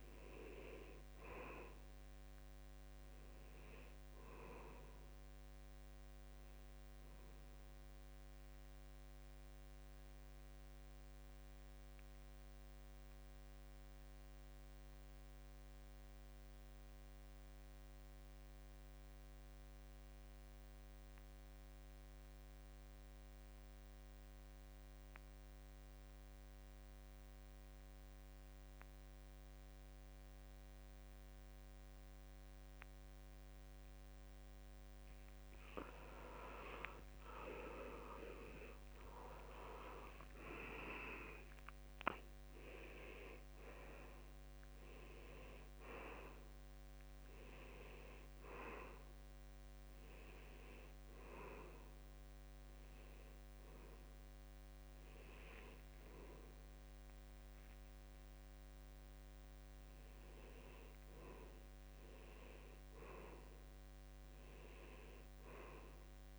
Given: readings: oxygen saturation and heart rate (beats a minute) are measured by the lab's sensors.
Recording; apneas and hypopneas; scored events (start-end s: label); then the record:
breathing in sleep by a microphone on the trachea; 1
0.00-13.00 s: oxygen desaturation (device-marked, oxygen 82% lowest, heart rate 65 extreme)
7.00-35.50 s: mixed apnea (oxygen 93% before, 82% lowest, heart rate 73 before, 66 extreme, up 8 after)
32.00-63.00 s: oxygen desaturation (device-marked, oxygen 97% before, 84% lowest, heart rate 69 before, 67 extreme)
37.00-40.50 s: arousal
55.50-57.50 s: long interval between heartbeats (device-marked, heart rate 75 before, 83 extreme)
59.00-61.00 s: long interval between heartbeats (device-marked, heart rate 78 before, 99 extreme)
From the record:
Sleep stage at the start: N2 (light sleep); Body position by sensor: on the back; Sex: male